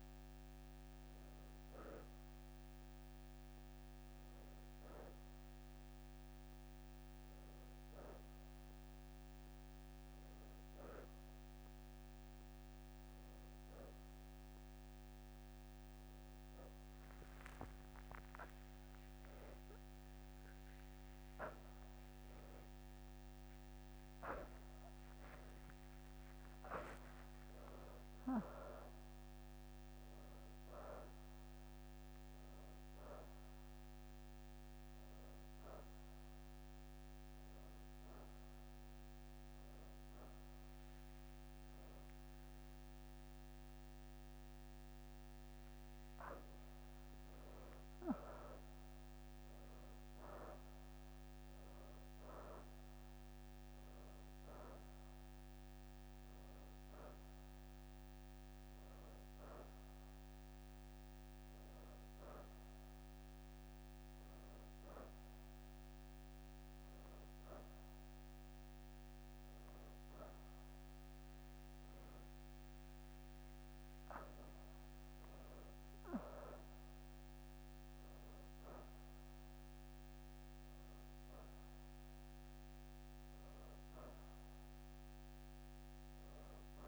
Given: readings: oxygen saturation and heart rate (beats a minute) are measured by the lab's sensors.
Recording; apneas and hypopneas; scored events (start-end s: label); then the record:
a person awake in a sleep study, by a microphone on the trachea; none
0.00-1.50 s: leg movement (device-marked)
0.00-14.50 s: oxygen desaturation (device-marked, oxygen 87% lowest, heart rate 25 extreme)
4.00-8.00 s: leg movement (device-marked)
38.50-48.50 s: leg movement (device-marked)
58.50-63.50 s: oxygen desaturation (device-marked, oxygen 95% before, 91% lowest, heart rate 100 before, 76 extreme)
69.50-75.50 s: leg movement (device-marked)
From the record:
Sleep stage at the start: awake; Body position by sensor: on the right side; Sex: female